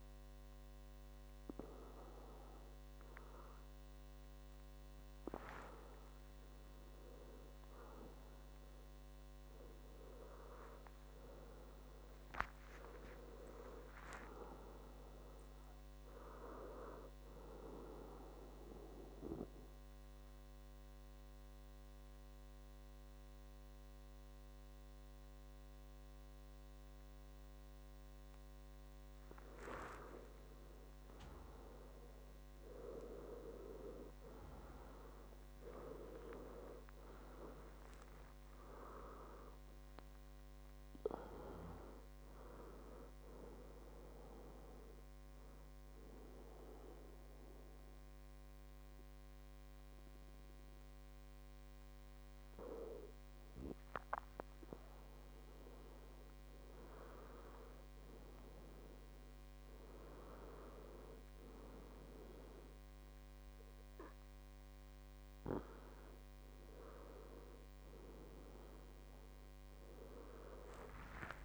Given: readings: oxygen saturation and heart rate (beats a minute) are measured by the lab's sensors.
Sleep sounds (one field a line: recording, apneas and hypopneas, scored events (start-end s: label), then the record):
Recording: breathing in sleep by a microphone on the trachea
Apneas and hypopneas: 2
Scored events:
11.50-14.50 s: arousal
17.50-29.50 s: obstructive apnea (oxygen 99% before, 94% lowest, heart rate 70 before, 60 extreme, up 13 after)
30.00-35.00 s: arousal
43.50-56.50 s: mixed apnea (oxygen 97% before, 94% lowest, heart rate 69 before, 64 extreme, up 9 after)
65.00-71.45 s: new sleep stage, awake
From the record:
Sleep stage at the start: N2 (light sleep)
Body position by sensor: on the back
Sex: male